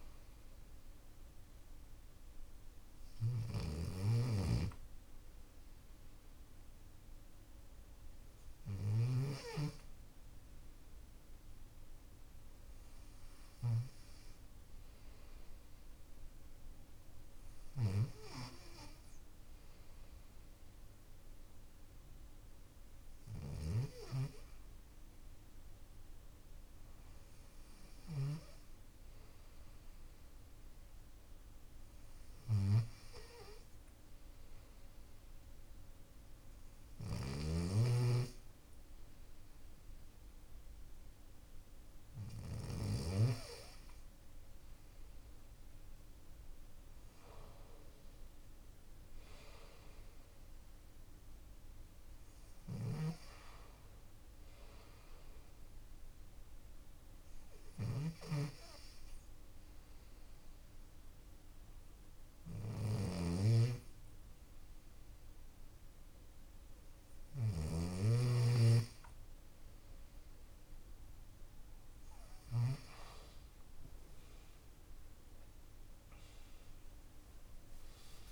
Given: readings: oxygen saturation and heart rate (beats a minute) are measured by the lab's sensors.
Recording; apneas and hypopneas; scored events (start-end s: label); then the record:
breathing in sleep by a room microphone; 1
3.00-8.50 s: snoring (device-marked)
21.50-25.00 s: arousal
22.50-27.50 s: snoring (device-marked)
36.00-42.50 s: snoring (device-marked)
47.50-51.00 s: arousal
52.00-72.00 s: snoring (device-marked)
56.50-68.00 s: hypopnea (oxygen 94% before, 94% lowest)
From the record:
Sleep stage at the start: N2 (light sleep); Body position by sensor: on the left side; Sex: male